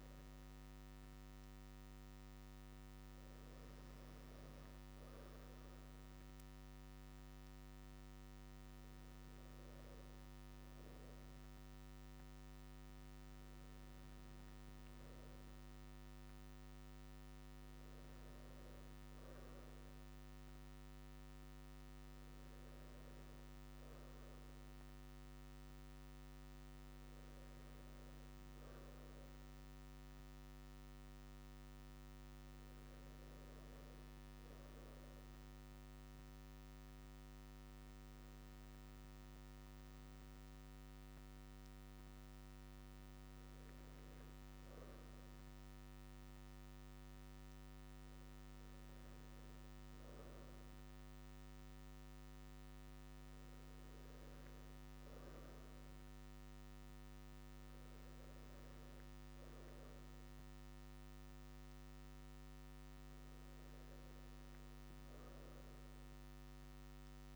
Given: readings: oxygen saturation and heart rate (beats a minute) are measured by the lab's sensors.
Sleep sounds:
breathing in sleep, hard to hear, by a microphone on the trachea; none
none scored
From the record:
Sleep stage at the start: N2 (light sleep); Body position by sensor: on the right side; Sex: male

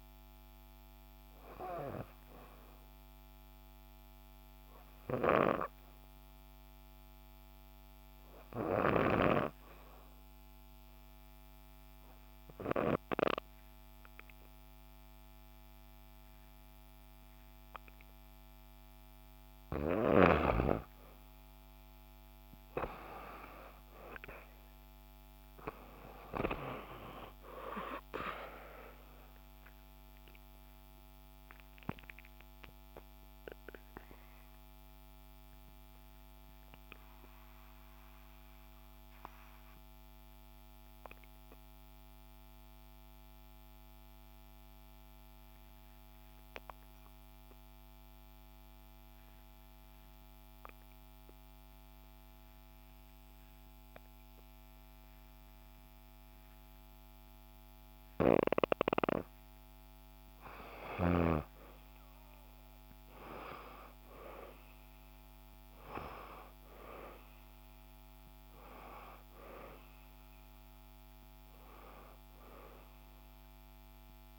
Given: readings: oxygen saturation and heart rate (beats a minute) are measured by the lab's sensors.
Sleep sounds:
breathing in sleep by a microphone on the trachea; 2
3.50-7.00 s: arousal
9.50-20.00 s: obstructive apnea (oxygen 95% before, 88% lowest, heart rate 66 before, 63 extreme, up 2 after)
16.50-48.50 s: oxygen desaturation (device-marked, oxygen 95% before, 89% lowest, heart rate 65 before, 63 extreme)
22.00-26.00 s: arousal
29.00-58.50 s: obstructive apnea (oxygen 95% before, 88% lowest, heart rate 66 before, 63 extreme, up 2 after)
57.50-74.39 s: oxygen desaturation (device-marked, oxygen 98% before, 88% lowest, heart rate 64 before, 65 extreme)
60.50-65.00 s: arousal
From the record:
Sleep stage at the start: N2 (light sleep); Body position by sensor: on the back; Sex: female

